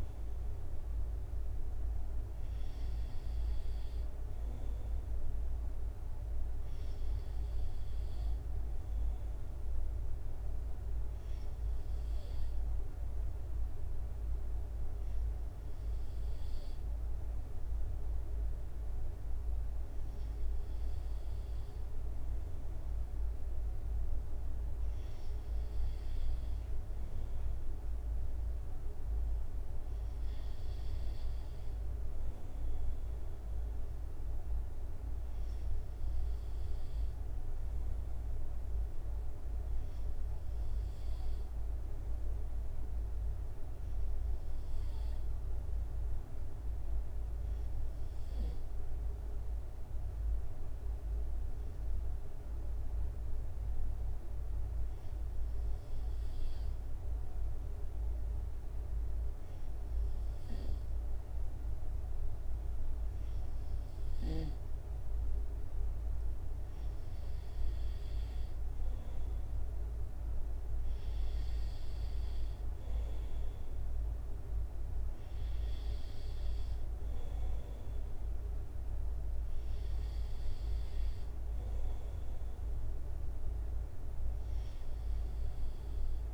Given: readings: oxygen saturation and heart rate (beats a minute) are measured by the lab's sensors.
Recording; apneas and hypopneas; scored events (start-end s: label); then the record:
breathing in sleep, hard to hear, by a room microphone; 1
41.50-45.50 s: arousal
48.50-62.00 s: hypopnea (oxygen 95% before, 93% lowest, heart rate 72 before, 69 extreme, up 1 after)
69.50-73.50 s: arousal
From the record:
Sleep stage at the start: N2 (light sleep); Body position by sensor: on the right side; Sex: male